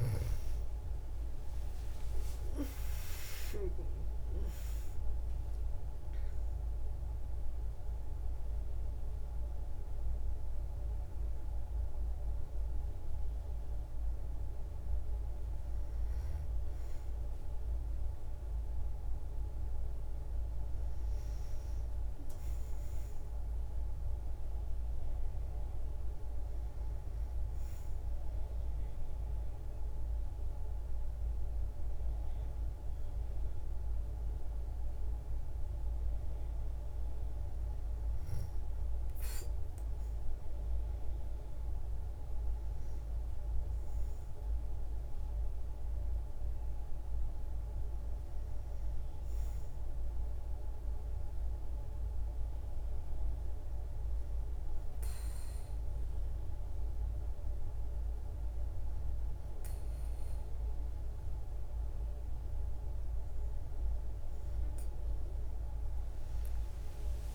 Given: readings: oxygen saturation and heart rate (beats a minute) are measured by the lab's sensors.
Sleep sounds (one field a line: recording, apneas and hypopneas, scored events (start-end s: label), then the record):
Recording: breathing in sleep, hard to hear, by a room microphone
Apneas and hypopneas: none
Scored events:
0.00-1.50 s: arousal
66.00-67.35 s: arousal
From the record:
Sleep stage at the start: N2 (light sleep)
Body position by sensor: on the back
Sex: female